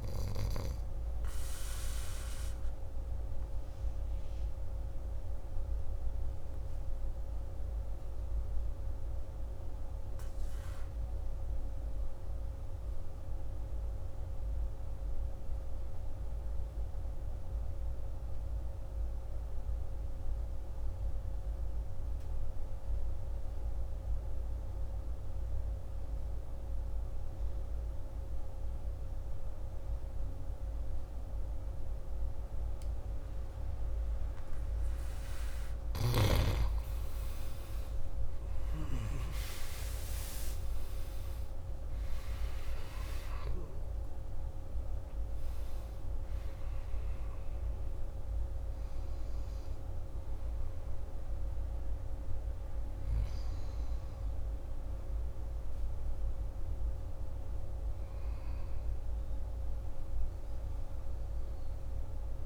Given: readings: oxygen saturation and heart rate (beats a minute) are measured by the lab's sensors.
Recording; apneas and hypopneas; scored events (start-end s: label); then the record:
breathing in sleep, hard to hear, by a room microphone; 1
0.00-14.00 s: oxygen desaturation (device-marked, oxygen 86% lowest, heart rate 52 extreme)
2.50-35.50 s: obstructive apnea (oxygen 98% before, 81% lowest, heart rate 57 before, 51 extreme, up 17 after)
30.00-62.46 s: oxygen desaturation (device-marked, oxygen 98% before, 81% lowest, heart rate 53 before, 51 extreme)
37.50-42.50 s: arousal
From the record:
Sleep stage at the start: N2 (light sleep); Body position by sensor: on the back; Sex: male